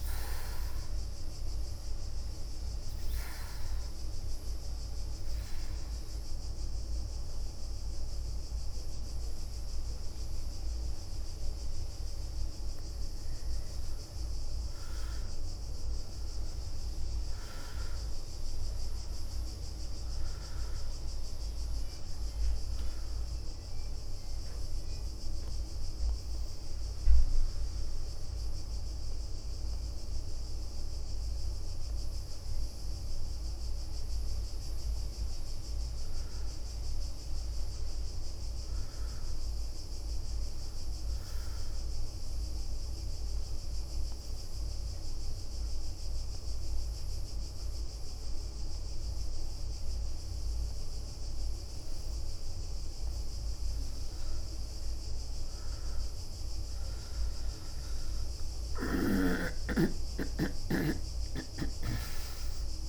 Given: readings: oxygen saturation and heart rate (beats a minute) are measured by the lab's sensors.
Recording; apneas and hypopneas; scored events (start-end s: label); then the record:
breathing in sleep by a room microphone; 3
1.50-9.00 s: leg movement (device-marked)
2.00-13.00 s: mixed apnea (oxygen 95% before, 92% lowest, heart rate 70 before, 59 extreme, up 10 after)
13.00-13.50 s: leg movement (device-marked)
15.00-18.50 s: arousal
19.00-29.00 s: leg movement (device-marked)
20.50-33.50 s: oxygen desaturation (device-marked, oxygen 96% before, 92% lowest, heart rate 69 before, 59 extreme)
22.50-32.50 s: central apnea (oxygen 96% before, 92% lowest, heart rate 69 before, 60 extreme, up 11 after)
34.00-38.00 s: arousal
39.50-46.50 s: leg movement (device-marked)
43.00-53.00 s: central apnea (oxygen 98% before, 93% lowest, heart rate 65 before, 64 extreme, up 12 after)
56.00-62.89 s: leg movement (device-marked)
57.00-61.50 s: arousal
From the record:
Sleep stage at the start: N2 (light sleep); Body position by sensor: on the back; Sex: female